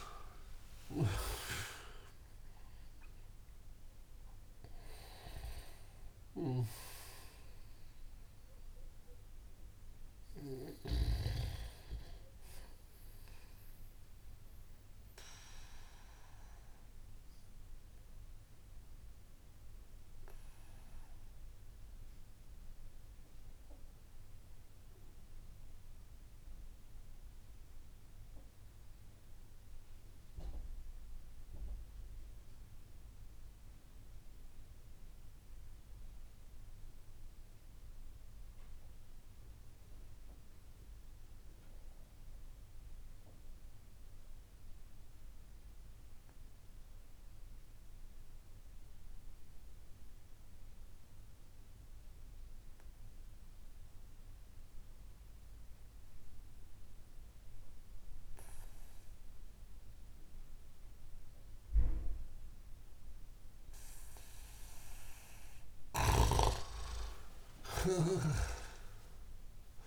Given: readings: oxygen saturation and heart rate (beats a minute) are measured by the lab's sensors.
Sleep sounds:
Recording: breathing in sleep by a room microphone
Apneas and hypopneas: 1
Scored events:
0.00-7.00 s: oxygen desaturation (device-marked, oxygen 91% lowest)
0.50-11.00 s: snoring (device-marked)
16.00-59.50 s: mixed apnea (oxygen 96% before, 89% lowest)
19.00-27.00 s: oxygen desaturation (device-marked, oxygen 92% before, 89% lowest)
45.00-69.87 s: oxygen desaturation (device-marked, oxygen 98% before, 89% lowest)
63.00-67.50 s: arousal
65.50-69.87 s: snoring (device-marked)
From the record:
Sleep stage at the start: N2 (light sleep)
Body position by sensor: on the back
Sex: male

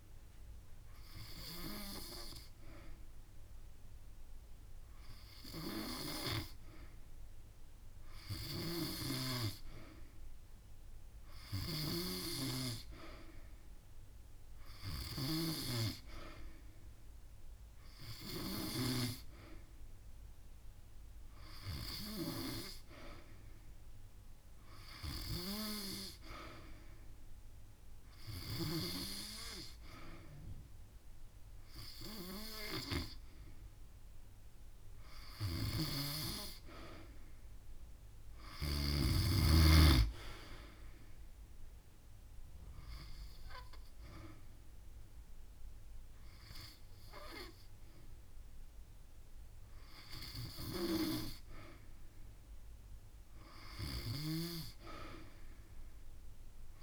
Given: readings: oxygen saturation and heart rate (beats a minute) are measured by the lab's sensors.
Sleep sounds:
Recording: breathing in sleep by a room microphone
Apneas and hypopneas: none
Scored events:
16.50-18.50 s: long interval between heartbeats (device-marked)
From the record:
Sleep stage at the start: N3 (deep sleep)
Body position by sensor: on the back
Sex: female

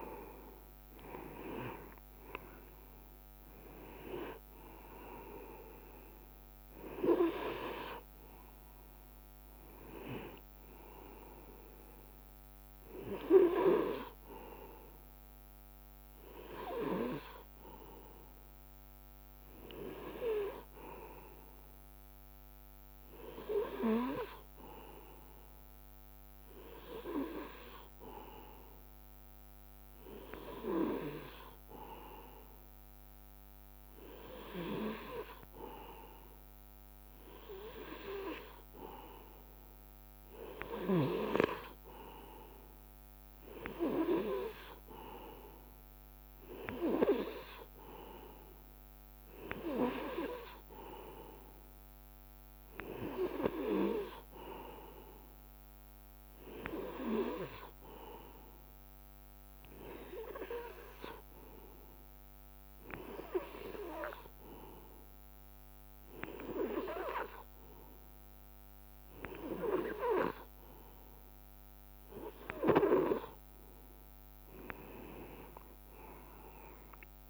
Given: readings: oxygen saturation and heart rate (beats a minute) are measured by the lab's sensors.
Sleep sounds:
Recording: breathing in sleep by a microphone on the trachea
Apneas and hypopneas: 1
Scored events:
24.00-35.00 s: hypopnea (oxygen 97% before, 96% lowest, heart rate 70 before, 60 extreme, up 3 after)
36.50-39.50 s: arousal
From the record:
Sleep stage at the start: N2 (light sleep)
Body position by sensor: on the right side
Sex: male

